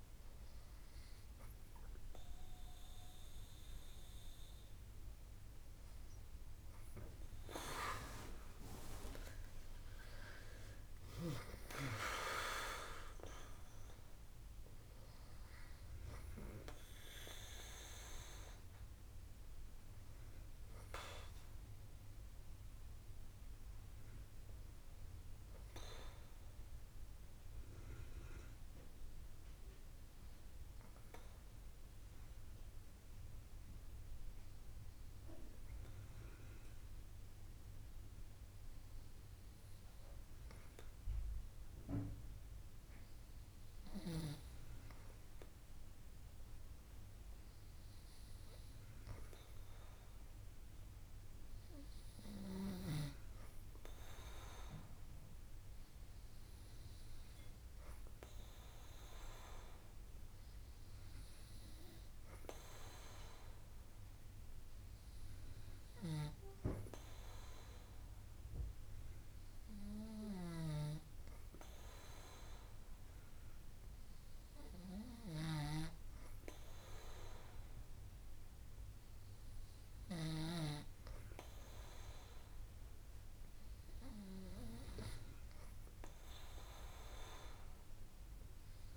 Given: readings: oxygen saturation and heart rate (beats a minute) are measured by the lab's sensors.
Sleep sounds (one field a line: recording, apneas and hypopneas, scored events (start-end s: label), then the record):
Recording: breathing in sleep by a room microphone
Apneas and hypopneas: 1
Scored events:
4.50-8.50 s: arousal
28.50-43.50 s: obstructive apnea (oxygen 97% before, 94% lowest, heart rate 69 before, 63 extreme, up 7 after)
46.00-49.00 s: arousal
From the record:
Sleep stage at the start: N2 (light sleep)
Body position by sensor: on the back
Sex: female